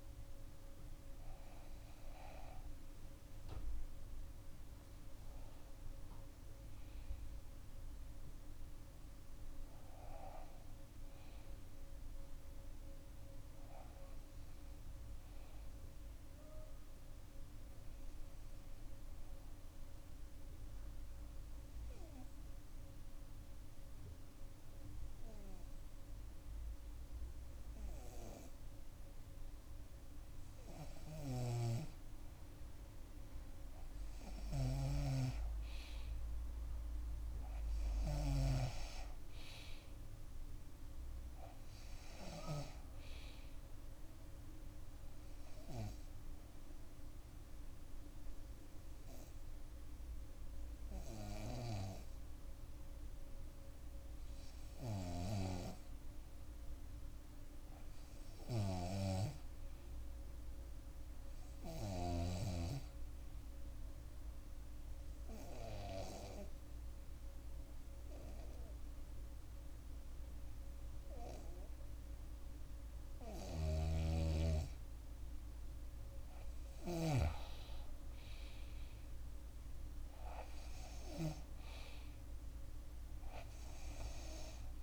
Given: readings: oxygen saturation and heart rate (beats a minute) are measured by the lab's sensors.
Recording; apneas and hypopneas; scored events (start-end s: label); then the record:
breathing in sleep by a room microphone; 3
7.50-67.50 s: new sleep stage, REM sleep
9.50-13.50 s: arousal
18.00-31.50 s: obstructive apnea (oxygen 97% before, 94% lowest, heart rate 65 before, 59 extreme, up 11 after)
23.50-26.50 s: bradycardia (device-marked, heart rate 67 before, 60 extreme)
34.00-36.50 s: arousal
34.00-38.00 s: snoring (device-marked)
37.50-52.50 s: oxygen desaturation (device-marked, oxygen 97% before, 94% lowest, heart rate 62 before, 61 extreme)
45.50-55.50 s: obstructive apnea (oxygen 97% before, 93% lowest, heart rate 65 before, 61 extreme, up 7 after)
58.50-61.00 s: arousal
64.00-75.00 s: obstructive apnea (oxygen 97% before, 93% lowest, heart rate 67 before, 63 extreme, up 9 after)
67.50-84.83 s: new sleep stage, N2 (light sleep)
73.00-77.00 s: snoring (device-marked)
77.50-80.50 s: arousal
From the record:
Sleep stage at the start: N2 (light sleep); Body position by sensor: on the back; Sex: female